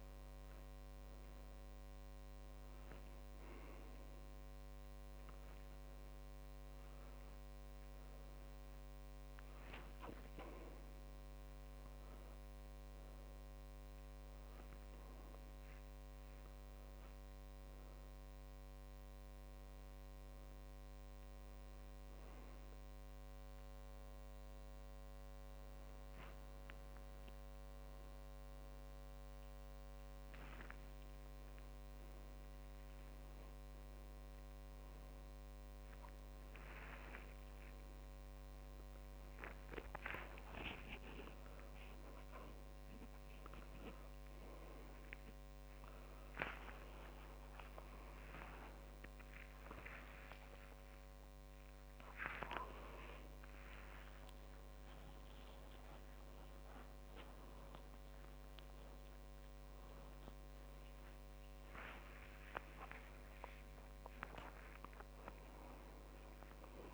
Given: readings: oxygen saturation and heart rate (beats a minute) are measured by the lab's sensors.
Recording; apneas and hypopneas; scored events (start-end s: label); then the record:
a person awake in a sleep study, by a microphone on the trachea; none
10.00-12.00 s: long interval between heartbeats (device-marked)
13.50-15.50 s: long interval between heartbeats (device-marked)
29.50-31.50 s: long interval between heartbeats (device-marked)
31.50-33.50 s: long interval between heartbeats (device-marked)
31.50-34.50 s: tachycardia (device-marked)
33.50-35.50 s: long interval between heartbeats (device-marked)
35.50-37.50 s: long interval between heartbeats (device-marked, heart rate 34 before, 107 extreme)
38.00-40.00 s: long interval between heartbeats (device-marked, heart rate 44 before, 95 extreme)
41.00-43.00 s: long interval between heartbeats (device-marked, heart rate 54 before, 60 extreme)
53.50-55.50 s: long interval between heartbeats (device-marked)
57.00-59.00 s: long interval between heartbeats (device-marked, heart rate 50 before, 43 extreme)
63.00-65.00 s: long interval between heartbeats (device-marked, heart rate 37 before, 29 extreme)
From the record:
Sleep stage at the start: awake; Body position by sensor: upright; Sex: male